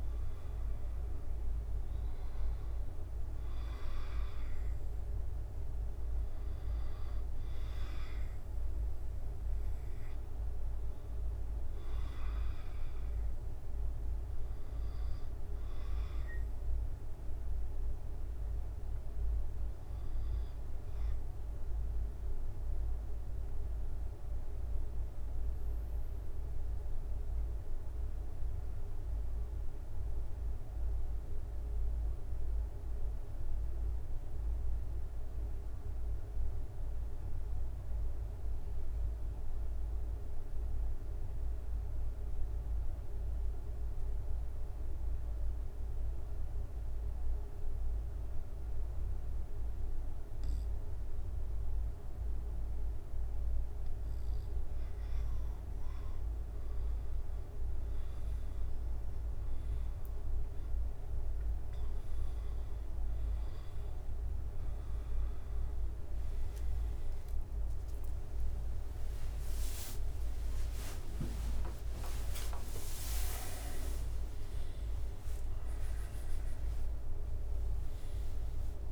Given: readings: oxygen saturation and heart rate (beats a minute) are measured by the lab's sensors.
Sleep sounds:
breathing in sleep, hard to hear, by a room microphone; 1
23.00-55.50 s: obstructive apnea (oxygen 98% before, 93% lowest, heart rate 71 before, 66 extreme, up 12 after)
61.50-78.92 s: new sleep stage, N1 (lightest sleep)
64.50-78.92 s: drop in pulse transit time (device-marked, heart rate 71 before, 82 extreme)
67.00-71.50 s: arousal
69.50-75.50 s: tachycardia (device-marked, heart rate 73 before, 104 extreme)
71.00-73.00 s: long interval between heartbeats (device-marked, heart rate 76 before, 88 extreme)
From the record:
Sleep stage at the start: N2 (light sleep); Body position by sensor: on the back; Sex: male

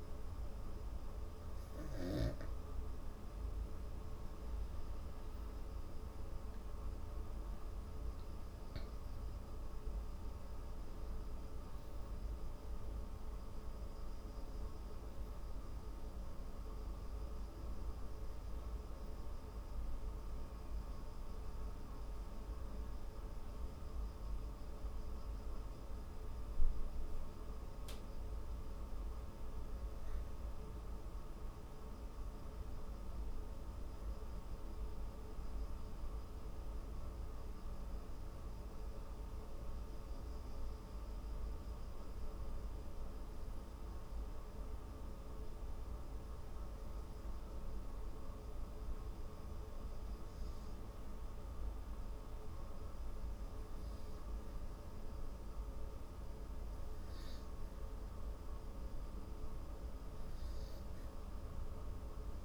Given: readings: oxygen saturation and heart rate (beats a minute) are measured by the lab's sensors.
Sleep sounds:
breathing in sleep, hard to hear, by a room microphone; 1
0.00-12.00 s: oxygen desaturation (device-marked, oxygen 93% lowest)
37.00-54.00 s: obstructive apnea (oxygen 97% before, 92% lowest)
52.00-62.45 s: oxygen desaturation (device-marked, oxygen 97% before, 92% lowest)
56.00-59.50 s: arousal
From the record:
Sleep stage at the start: N2 (light sleep); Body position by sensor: on the back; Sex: female

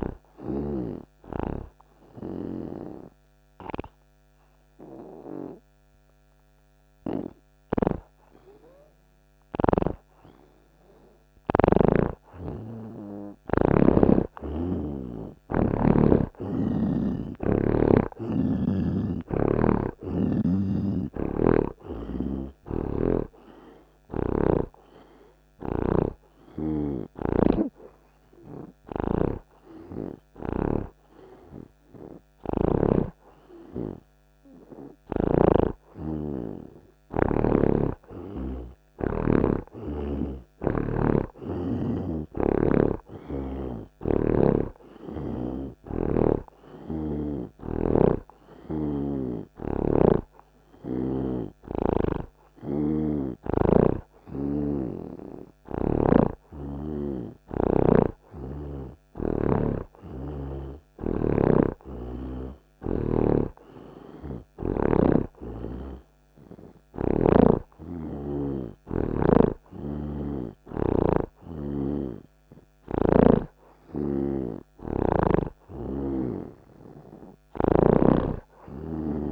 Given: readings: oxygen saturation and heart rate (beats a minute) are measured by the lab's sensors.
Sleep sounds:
breathing in sleep by a microphone on the trachea; 1
0.00-13.00 s: oxygen desaturation (device-marked, oxygen 85% lowest)
8.00-12.00 s: snoring (device-marked)
17.00-21.00 s: arousal
21.50-25.00 s: snoring (device-marked)
23.50-34.00 s: hypopnea (oxygen 88% before, 76% lowest)
27.00-31.00 s: snoring (device-marked)
30.00-42.00 s: oxygen desaturation (device-marked, oxygen 89% before, 76% lowest)
35.00-38.00 s: arousal
35.50-39.00 s: snoring (device-marked)
44.00-62.00 s: oxygen desaturation (device-marked, oxygen 90% before, 83% lowest)
46.00-52.50 s: snoring (device-marked)
64.00-79.32 s: oxygen desaturation (device-marked, oxygen 89% before, 84% lowest)
69.50-73.50 s: snoring (device-marked)
From the record:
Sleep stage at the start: N2 (light sleep); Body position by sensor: on the right side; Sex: male

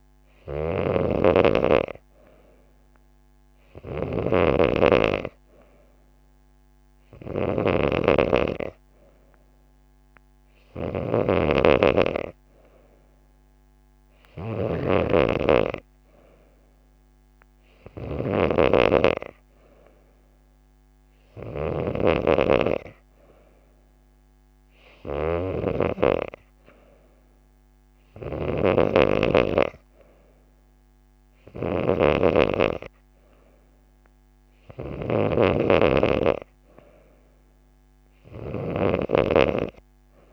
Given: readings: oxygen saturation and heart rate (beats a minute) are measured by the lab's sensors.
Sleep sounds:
breathing in sleep by a microphone on the trachea; none
none scored
From the record:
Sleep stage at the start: N3 (deep sleep); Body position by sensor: on the back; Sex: female

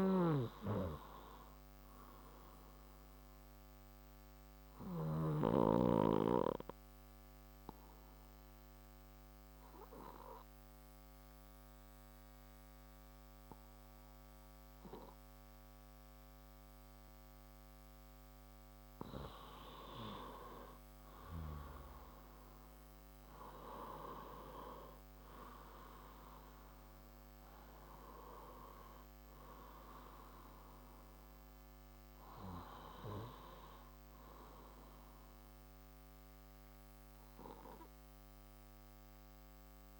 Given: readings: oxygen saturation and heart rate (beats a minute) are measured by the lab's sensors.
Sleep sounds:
breathing in sleep by a microphone on the trachea; 1
0.00-5.50 s: snoring (device-marked)
1.50-18.50 s: obstructive apnea (oxygen 98% before, 90% lowest, heart rate 60 before, 35 extreme, up 7 after)
2.00-40.00 s: oxygen desaturation (device-marked, oxygen 97% before, 90% lowest)
21.00-25.00 s: arousal
From the record:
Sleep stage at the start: N2 (light sleep); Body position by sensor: on the left side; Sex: male

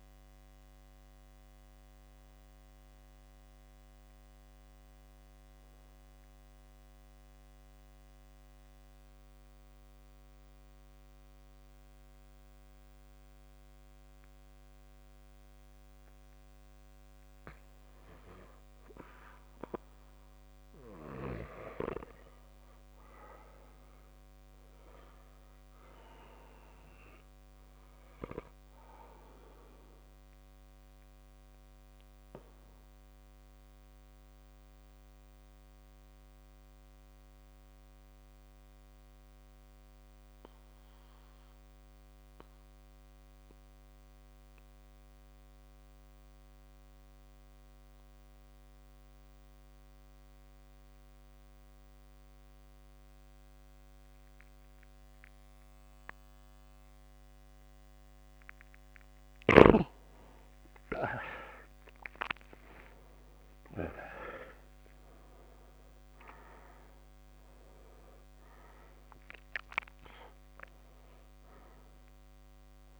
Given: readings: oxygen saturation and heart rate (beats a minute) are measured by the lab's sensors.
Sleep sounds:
breathing in sleep by a microphone on the trachea; 2
0.00-2.00 s: oxygen desaturation (device-marked, oxygen 95% lowest)
0.00-2.50 s: arousal
5.00-16.50 s: central apnea (oxygen 99% before, 94% lowest)
19.50-23.50 s: arousal
26.00-50.00 s: oxygen desaturation (device-marked, oxygen 100% before, 94% lowest)
29.50-60.00 s: mixed apnea (oxygen 100% before, 90% lowest)
61.50-67.00 s: arousal
71.00-73.00 s: oxygen desaturation (device-marked, oxygen 98% before, 90% lowest)
From the record:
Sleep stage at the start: N2 (light sleep); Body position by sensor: on the back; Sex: male

